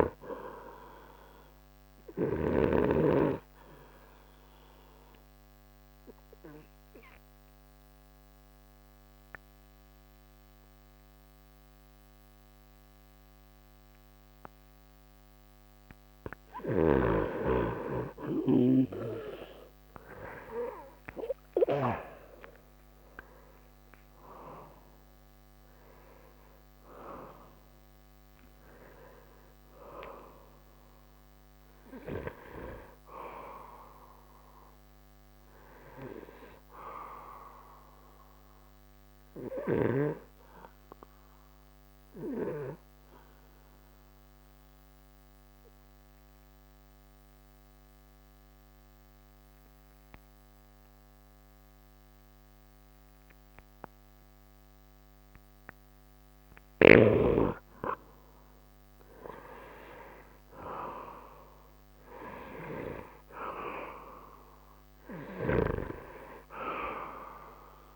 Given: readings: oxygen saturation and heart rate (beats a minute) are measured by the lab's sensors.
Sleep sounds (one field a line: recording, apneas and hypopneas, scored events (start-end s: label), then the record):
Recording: breathing in sleep by a microphone on the trachea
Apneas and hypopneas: 2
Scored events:
0.00-3.00 s: snoring (device-marked)
0.00-13.50 s: oxygen desaturation (device-marked, oxygen 88% lowest, heart rate 28 extreme)
3.50-17.00 s: obstructive apnea (oxygen 93% before, 87% lowest, heart rate 86 before, 37 extreme)
22.00-28.00 s: arousal
23.50-43.50 s: oxygen desaturation (device-marked, oxygen 95% before, 87% lowest)
43.50-56.50 s: obstructive apnea (oxygen 96% before, 88% lowest)
58.50-67.96 s: oxygen desaturation (device-marked, oxygen 97% before, 88% lowest)
60.00-64.50 s: arousal
65.50-67.96 s: snoring (device-marked)
From the record:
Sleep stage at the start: N2 (light sleep)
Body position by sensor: on the right side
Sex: male